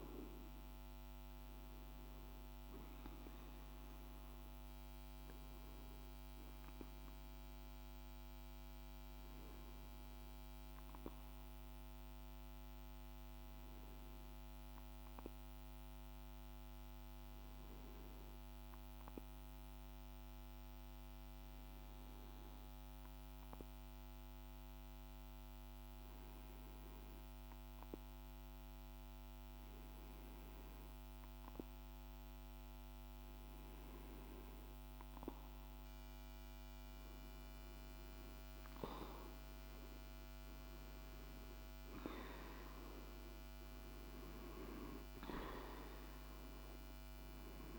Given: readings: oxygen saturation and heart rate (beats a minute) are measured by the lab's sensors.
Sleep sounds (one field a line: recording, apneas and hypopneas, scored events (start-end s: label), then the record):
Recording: breathing in sleep, hard to hear, by a microphone on the trachea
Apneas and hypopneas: 1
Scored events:
0.00-3.50 s: arousal
12.00-35.50 s: hypopnea (oxygen 98% before, 94% lowest, heart rate 50 before, 49 extreme, up 1 after)
39.50-44.50 s: arousal
From the record:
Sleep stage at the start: REM sleep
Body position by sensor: on the back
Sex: male